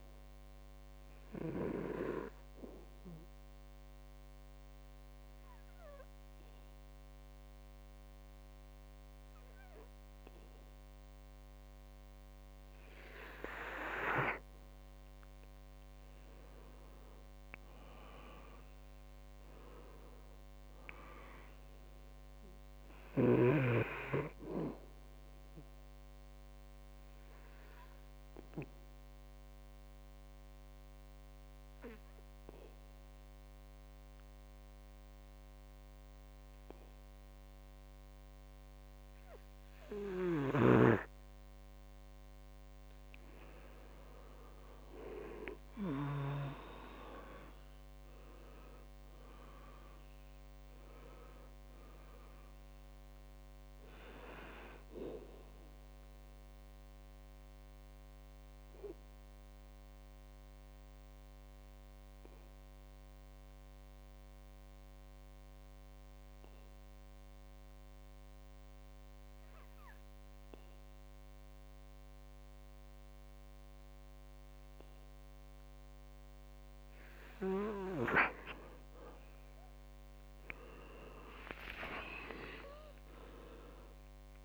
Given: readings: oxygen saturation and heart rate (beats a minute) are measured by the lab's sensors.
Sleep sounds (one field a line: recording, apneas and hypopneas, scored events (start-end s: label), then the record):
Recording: breathing in sleep by a microphone on the trachea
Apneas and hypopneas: 3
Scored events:
0.00-17.00 s: oxygen desaturation (device-marked, oxygen 90% lowest, heart rate 60 extreme)
1.50-13.50 s: obstructive apnea (oxygen 98% before, 90% lowest, heart rate 69 before, 60 extreme, up 9 after)
15.00-20.00 s: arousal
26.50-41.00 s: mixed apnea (oxygen 98% before, 92% lowest, heart rate 67 before, 56 extreme, up 10 after)
40.50-46.50 s: snoring (device-marked)
45.50-50.00 s: arousal
57.00-77.00 s: obstructive apnea (oxygen 97% before, 90% lowest, heart rate 69 before, 58 extreme, up 6 after)
79.50-84.45 s: arousal
82.00-84.45 s: oxygen desaturation (device-marked, oxygen 99% before, 90% lowest, heart rate 63 before, 59 extreme)
From the record:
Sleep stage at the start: N2 (light sleep)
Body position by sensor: on the back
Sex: male